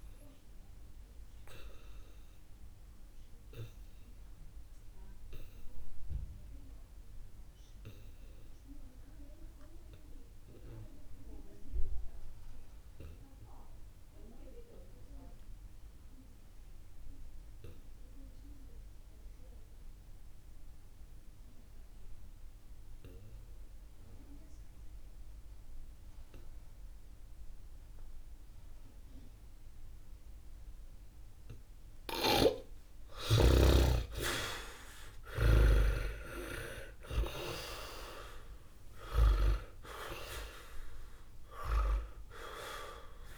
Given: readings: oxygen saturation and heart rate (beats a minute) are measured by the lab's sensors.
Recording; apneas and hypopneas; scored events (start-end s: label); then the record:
breathing in sleep by a room microphone; 1
0.00-17.50 s: oxygen desaturation (device-marked, oxygen 74% lowest, heart rate 47 extreme)
0.50-32.00 s: obstructive apnea (oxygen 99% before, 70% lowest, heart rate 57 before, 47 extreme, up 10 after)
29.50-43.37 s: oxygen desaturation (device-marked, oxygen 98% before, 70% lowest, heart rate 60 before, 45 extreme)
33.50-37.50 s: arousal
From the record:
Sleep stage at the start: N2 (light sleep); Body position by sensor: on the back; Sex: male